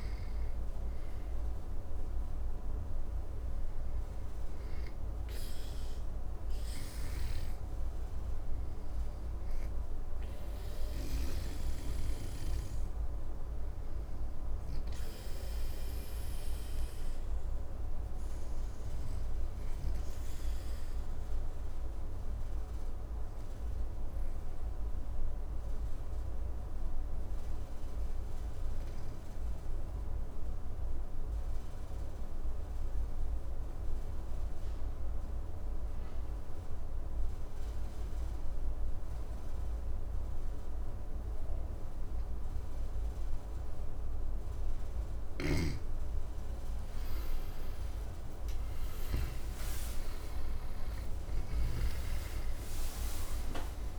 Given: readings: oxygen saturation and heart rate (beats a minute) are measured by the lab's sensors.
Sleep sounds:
breathing in sleep, hard to hear, by a room microphone; 1
2.50-18.50 s: oxygen desaturation (device-marked, oxygen 100% before, 95% lowest, heart rate 56 before, 54 extreme)
6.00-10.50 s: snoring (device-marked)
14.50-45.00 s: obstructive apnea (oxygen 100% before, 87% lowest, heart rate 58 before, 54 extreme, up 12 after)
39.50-53.99 s: oxygen desaturation (device-marked, oxygen 98% before, 87% lowest, heart rate 55 before, 53 extreme)
44.50-48.50 s: snoring (device-marked)
47.50-53.99 s: arousal
50.50-53.99 s: snoring (device-marked)
From the record:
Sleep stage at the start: N2 (light sleep); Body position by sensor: on the back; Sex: male

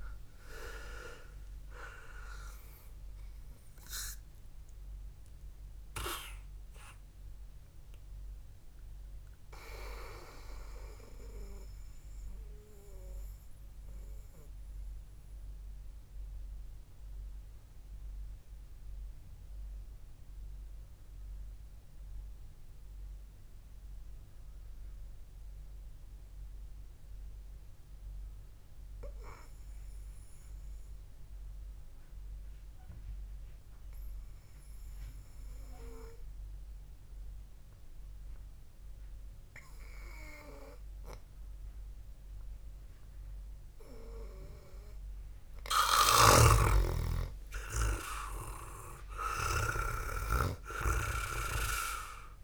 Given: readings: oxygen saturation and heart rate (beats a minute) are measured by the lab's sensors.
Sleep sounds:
breathing in sleep by a room microphone; 1
0.00-2.00 s: arousal
11.50-31.00 s: mixed apnea (oxygen 98% before, 92% lowest, heart rate 59 before, 53 extreme, up 1 after)
33.00-36.50 s: arousal
From the record:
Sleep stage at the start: N2 (light sleep); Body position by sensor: on the back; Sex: male

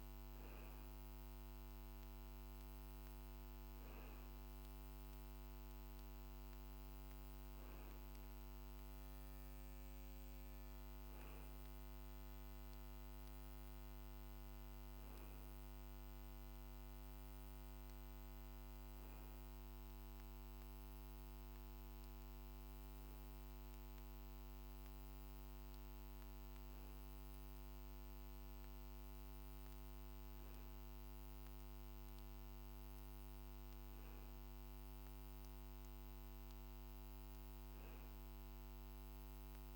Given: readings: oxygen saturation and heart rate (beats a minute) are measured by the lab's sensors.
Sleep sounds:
breathing in sleep, hard to hear, by a microphone on the trachea; none
none scored
From the record:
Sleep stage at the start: N2 (light sleep); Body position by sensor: on the back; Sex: male

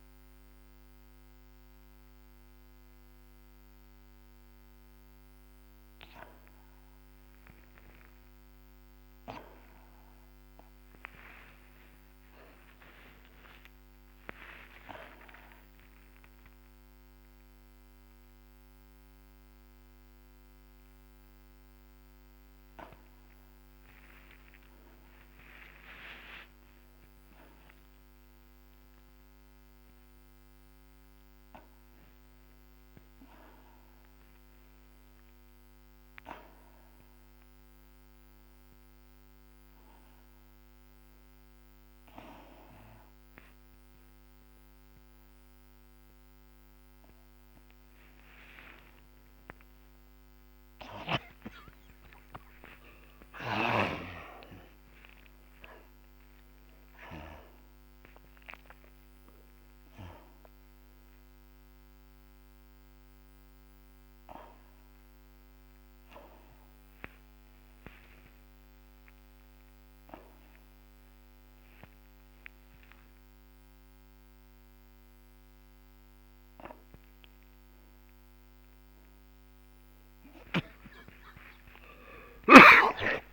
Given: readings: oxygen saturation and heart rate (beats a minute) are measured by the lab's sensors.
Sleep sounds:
a person awake in a sleep study, by a microphone on the trachea; 1
2.00-5.00 s: oxygen desaturation (device-marked, oxygen 93% before, 90% lowest, heart rate 89 before, 65 extreme)
37.00-52.00 s: oxygen desaturation (device-marked, oxygen 95% before, 91% lowest, heart rate 67 before, 66 extreme)
61.00-72.00 s: oxygen desaturation (device-marked, oxygen 93% before, 89% lowest, heart rate 71 before, 64 extreme)
62.50-77.50 s: hypopnea (oxygen 95% before, 88% lowest, heart rate 71 before, 64 extreme, up 58 after)
From the record:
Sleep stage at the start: awake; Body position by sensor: upright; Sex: male

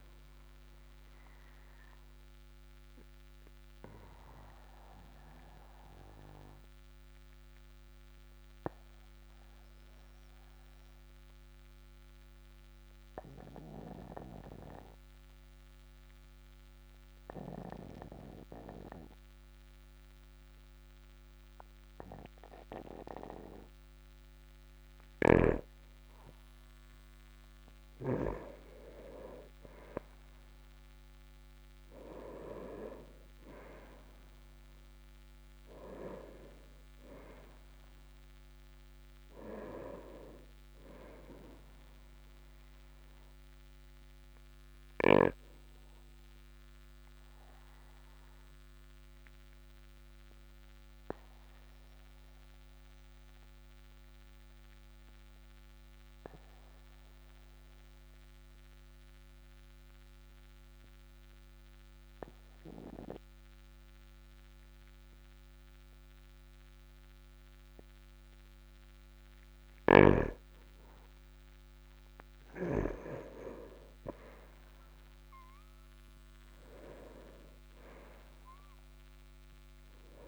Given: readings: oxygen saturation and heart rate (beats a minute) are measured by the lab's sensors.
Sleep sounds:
breathing in sleep by a microphone on the trachea; 2
1.50-25.00 s: obstructive apnea (oxygen 99% before, 95% lowest, heart rate 50 before, 42 extreme, up 10 after)
28.50-33.50 s: arousal
43.50-69.50 s: obstructive apnea (oxygen 99% before, 95% lowest, heart rate 53 before, 46 extreme, up 6 after)
72.50-76.00 s: arousal
From the record:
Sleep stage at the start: N2 (light sleep); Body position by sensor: on the back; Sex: male

